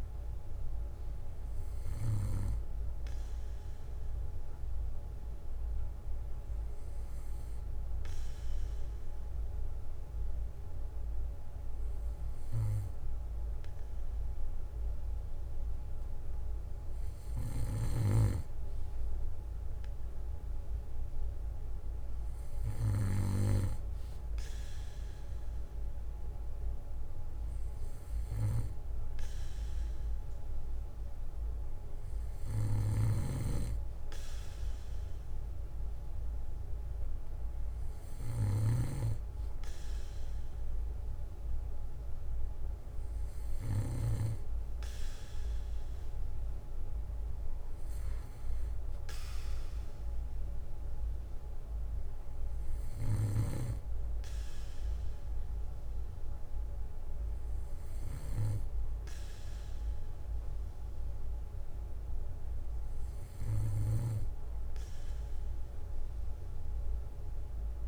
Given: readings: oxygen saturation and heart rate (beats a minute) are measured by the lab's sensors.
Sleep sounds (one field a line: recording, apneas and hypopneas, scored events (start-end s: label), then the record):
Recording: breathing in sleep by a room microphone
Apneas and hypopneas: none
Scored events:
1.50-10.50 s: bradycardia (device-marked, heart rate 60 before, 47 extreme)
22.50-39.50 s: bradycardia (device-marked, heart rate 59 before, 56 extreme)
57.50-67.50 s: bradycardia (device-marked, heart rate 59 before, 55 extreme)
From the record:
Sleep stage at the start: N2 (light sleep)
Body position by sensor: on the back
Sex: male